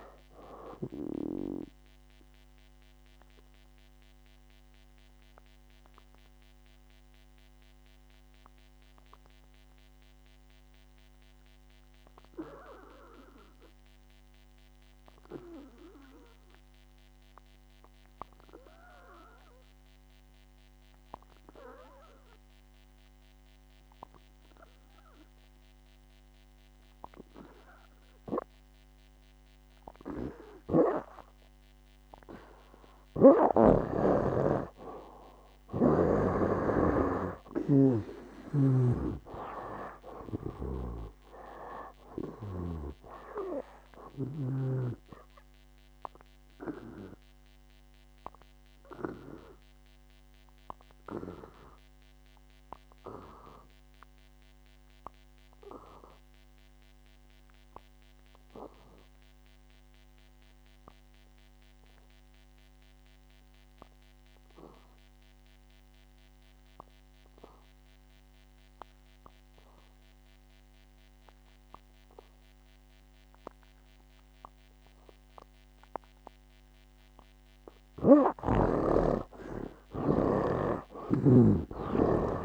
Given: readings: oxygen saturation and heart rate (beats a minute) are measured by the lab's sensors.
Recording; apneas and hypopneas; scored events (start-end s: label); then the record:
breathing in sleep by a microphone on the trachea; 2
0.00-21.50 s: oxygen desaturation (device-marked, oxygen 76% lowest, heart rate 61 extreme)
3.00-32.50 s: obstructive apnea (oxygen 97% before, 76% lowest, heart rate 73 before, 61 extreme, up 11 after)
37.00-41.50 s: arousal
37.50-70.50 s: oxygen desaturation (device-marked, oxygen 97% before, 79% lowest, heart rate 62 before, 61 extreme)
38.50-45.00 s: snoring (device-marked)
46.50-77.00 s: obstructive apnea (oxygen 98% before, 73% lowest, heart rate 68 before, 61 extreme, up 12 after)
78.50-82.00 s: snoring (device-marked)
80.50-82.45 s: arousal
From the record:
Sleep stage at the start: N2 (light sleep); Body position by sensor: on the back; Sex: male